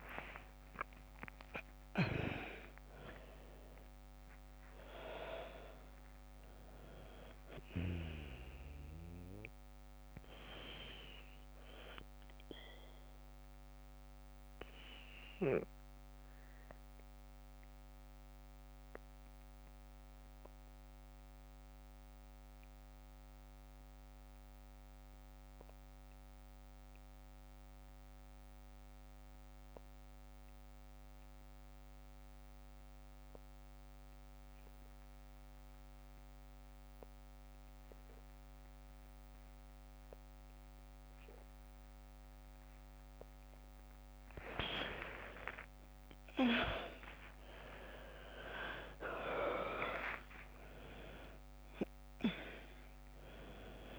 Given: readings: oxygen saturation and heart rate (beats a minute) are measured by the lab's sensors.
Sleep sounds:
breathing in sleep by a microphone on the trachea; 1
0.00-28.50 s: oxygen desaturation (device-marked, oxygen 89% lowest, heart rate 47 extreme)
15.00-42.50 s: obstructive apnea (oxygen 99% before, 87% lowest, heart rate 58 before, 47 extreme, up 8 after)
42.50-53.99 s: oxygen desaturation (device-marked, oxygen 100% before, 87% lowest, heart rate 51 before, 49 extreme)
44.50-49.00 s: arousal
From the record:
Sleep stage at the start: N2 (light sleep); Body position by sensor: on the back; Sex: female

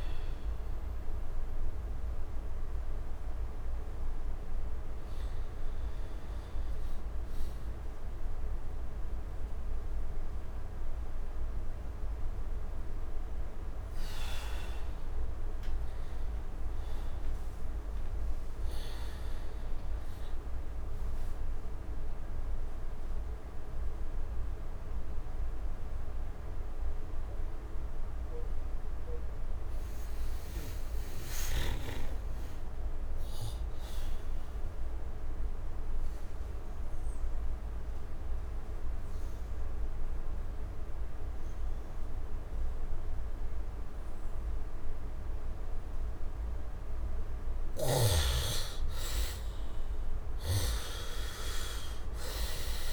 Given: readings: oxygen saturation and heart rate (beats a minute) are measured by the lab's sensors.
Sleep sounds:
breathing in sleep by a room microphone; 1
25.50-52.92 s: new sleep stage, N2 (light sleep)
36.00-47.00 s: obstructive apnea (oxygen 99% before, 78% lowest, heart rate 80 before, 64 extreme, up 17 after)
45.50-52.92 s: oxygen desaturation (device-marked, oxygen 98% before, 82% lowest, heart rate 74 before, 62 extreme)
50.00-52.92 s: arousal
From the record:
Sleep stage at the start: N1 (lightest sleep); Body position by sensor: on the back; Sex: male

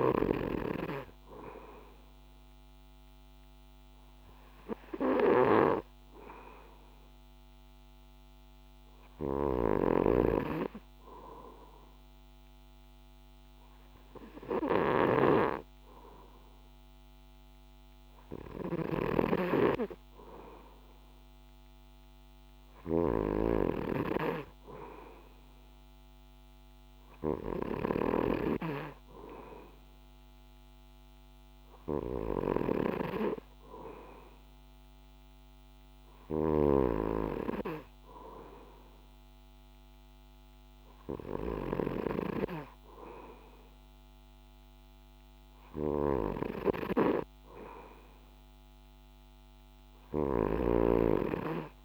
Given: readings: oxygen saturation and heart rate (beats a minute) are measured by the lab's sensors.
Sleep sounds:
breathing in sleep by a microphone on the trachea; none
9.50-28.00 s: snoring (device-marked)
36.50-51.84 s: snoring (device-marked)
From the record:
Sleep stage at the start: N2 (light sleep); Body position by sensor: on the back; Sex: male

